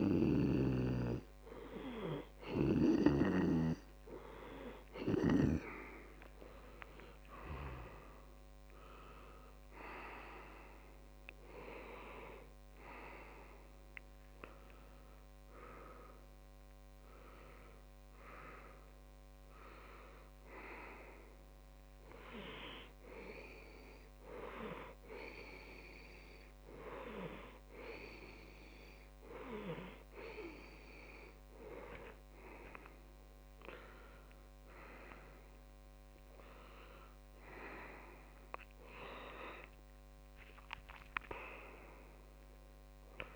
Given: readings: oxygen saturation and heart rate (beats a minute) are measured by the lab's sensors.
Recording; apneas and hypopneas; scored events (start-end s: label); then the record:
breathing in sleep by a microphone on the trachea; none
3.50-5.50 s: long interval between heartbeats (device-marked)
7.50-11.50 s: arousal
11.50-13.50 s: long interval between heartbeats (device-marked, heart rate 65 before, 29 extreme)
14.00-16.00 s: long interval between heartbeats (device-marked, heart rate 53 before, 42 extreme)
20.50-30.50 s: tachycardia (device-marked)
22.00-24.00 s: long interval between heartbeats (device-marked, heart rate 35 before, 61 extreme)
24.00-26.00 s: long interval between heartbeats (device-marked, heart rate 38 before, 113 extreme)
34.50-36.50 s: long interval between heartbeats (device-marked, heart rate 101 before, 98 extreme)
37.00-39.00 s: long interval between heartbeats (device-marked, heart rate 107 before, 98 extreme)
38.00-41.00 s: arousal
39.50-42.50 s: tachycardia (device-marked, heart rate 30 before, 102 extreme)
40.50-42.50 s: long interval between heartbeats (device-marked, heart rate 118 before, 92 extreme)
From the record:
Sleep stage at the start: N2 (light sleep); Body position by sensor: on the left side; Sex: male